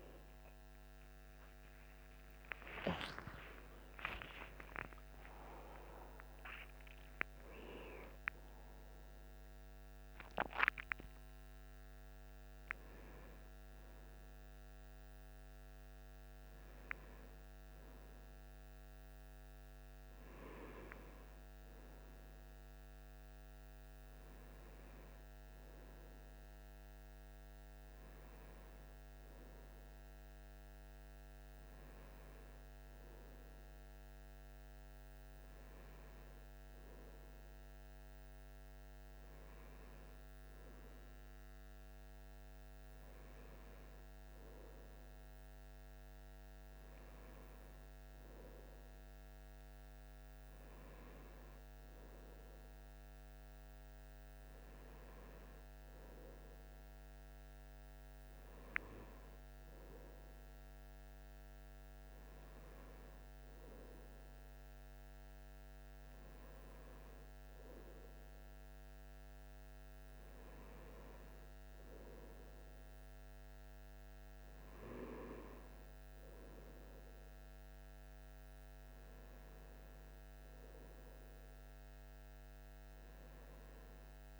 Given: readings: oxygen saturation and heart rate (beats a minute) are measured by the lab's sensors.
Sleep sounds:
a person partly awake in a sleep study, by a microphone on the trachea; none
12.00-84.40 s: new sleep stage, N1 (lightest sleep)
From the record:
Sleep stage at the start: awake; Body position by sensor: on the right side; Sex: male

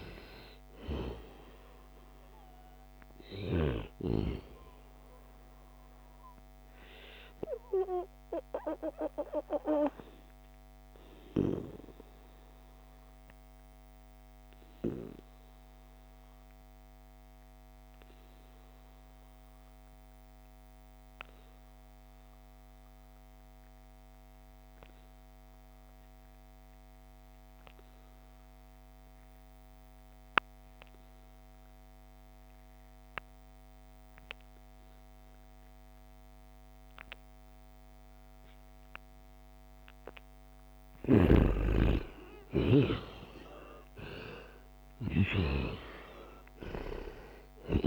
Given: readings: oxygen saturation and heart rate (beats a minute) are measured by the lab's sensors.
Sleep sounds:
breathing in sleep by a microphone on the trachea; 1
0.00-11.50 s: oxygen desaturation (device-marked, oxygen 88% lowest, heart rate 67 extreme)
6.00-39.50 s: obstructive apnea (oxygen 96% before, 87% lowest, heart rate 76 before, 66 extreme, up 8 after)
31.50-47.87 s: oxygen desaturation (device-marked, oxygen 97% before, 87% lowest, heart rate 72 before, 66 extreme)
42.00-46.50 s: arousal
From the record:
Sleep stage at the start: N2 (light sleep); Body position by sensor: on the right side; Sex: male

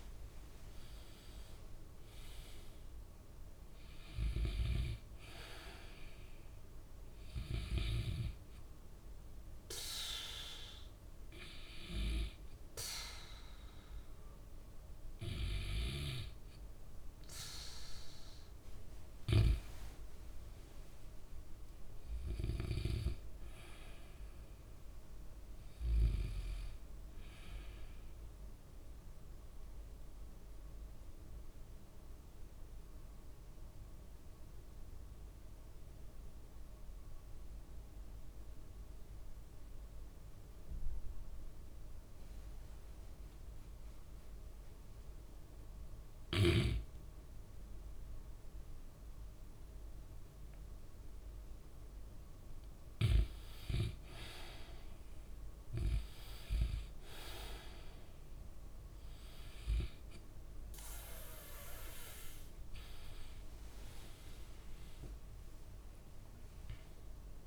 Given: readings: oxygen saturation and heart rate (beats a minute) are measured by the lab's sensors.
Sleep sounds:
breathing in sleep by a room microphone; 2
3.50-20.50 s: oxygen desaturation (device-marked, oxygen 96% before, 90% lowest, heart rate 68 before, 63 extreme)
8.50-18.50 s: hypopnea (oxygen 96% before, 84% lowest, heart rate 70 before, 63 extreme, up 7 after)
30.50-51.50 s: obstructive apnea (oxygen 96% before, 84% lowest, heart rate 67 before, 59 extreme)
48.50-67.47 s: oxygen desaturation (device-marked, oxygen 96% before, 84% lowest, heart rate 67 before, 59 extreme)
53.00-56.50 s: arousal
From the record:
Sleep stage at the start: N2 (light sleep); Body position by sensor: on the back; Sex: male

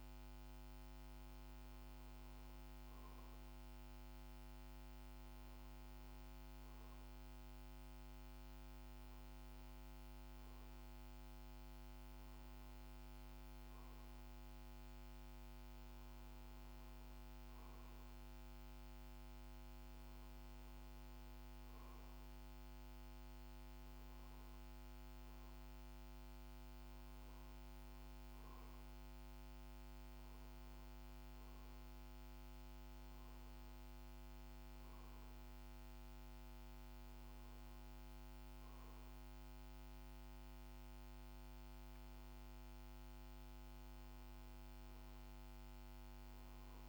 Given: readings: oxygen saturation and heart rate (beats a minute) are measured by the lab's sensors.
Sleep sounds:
breathing in sleep, hard to hear, by a microphone on the trachea; none
none scored
From the record:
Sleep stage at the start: REM sleep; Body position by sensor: on the back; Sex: male

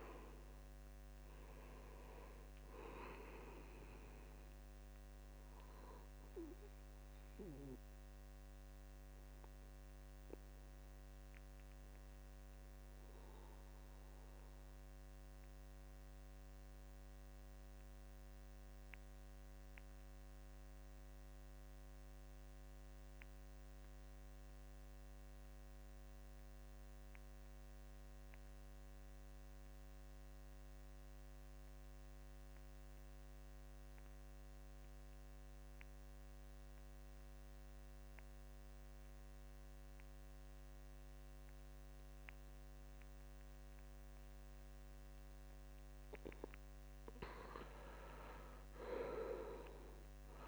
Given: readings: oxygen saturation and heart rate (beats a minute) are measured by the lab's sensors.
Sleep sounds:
breathing in sleep by a microphone on the trachea; 1
0.00-17.00 s: oxygen desaturation (device-marked, oxygen 76% lowest, heart rate 65 extreme)
7.50-45.50 s: obstructive apnea (oxygen 93% before, 76% lowest, heart rate 78 before, 65 extreme, up 17 after)
30.00-50.47 s: oxygen desaturation (device-marked, oxygen 98% before, 76% lowest, heart rate 68 before, 64 extreme)
47.50-50.47 s: arousal
From the record:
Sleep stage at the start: N2 (light sleep); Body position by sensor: on the back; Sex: male

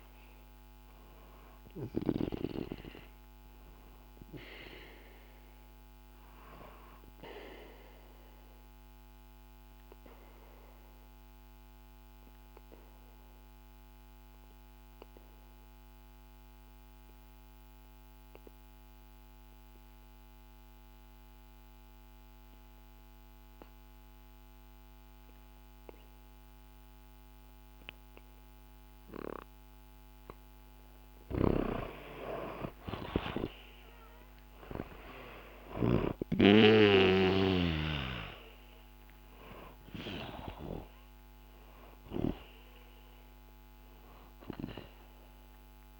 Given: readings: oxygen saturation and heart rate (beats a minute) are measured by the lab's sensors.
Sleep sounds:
breathing in sleep by a microphone on the trachea; 1
0.00-2.00 s: snoring (device-marked)
0.00-17.50 s: oxygen desaturation (device-marked, oxygen 90% lowest, heart rate 63 extreme)
4.00-30.00 s: obstructive apnea (oxygen 97% before, 90% lowest, heart rate 65 before, 63 extreme, up 3 after)
31.00-36.00 s: snoring (device-marked)
32.00-38.00 s: arousal
33.50-46.00 s: oxygen desaturation (device-marked, oxygen 98% before, 90% lowest, heart rate 66 before, 63 extreme)
From the record:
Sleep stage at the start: N2 (light sleep); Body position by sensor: on the back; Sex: male

